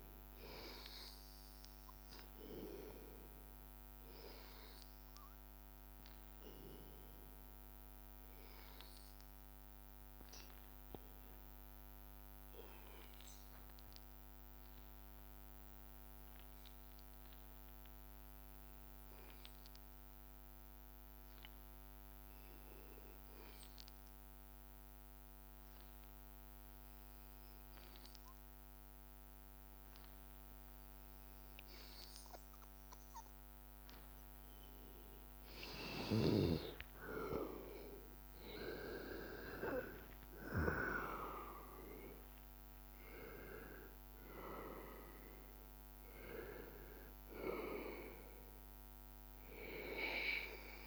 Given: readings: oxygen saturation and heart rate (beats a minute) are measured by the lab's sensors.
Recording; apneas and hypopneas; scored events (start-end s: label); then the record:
breathing in sleep by a microphone on the trachea; 1
0.00-7.00 s: oxygen desaturation (device-marked, oxygen 93% lowest, heart rate 82 extreme)
2.00-33.50 s: hypopnea (oxygen 97% before, 93% lowest, heart rate 84 before, 82 extreme, up 3 after)
29.00-50.87 s: oxygen desaturation (device-marked, oxygen 98% before, 93% lowest, heart rate 83 before, 83 extreme)
36.50-40.50 s: arousal
From the record:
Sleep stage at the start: N2 (light sleep); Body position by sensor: on the back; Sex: male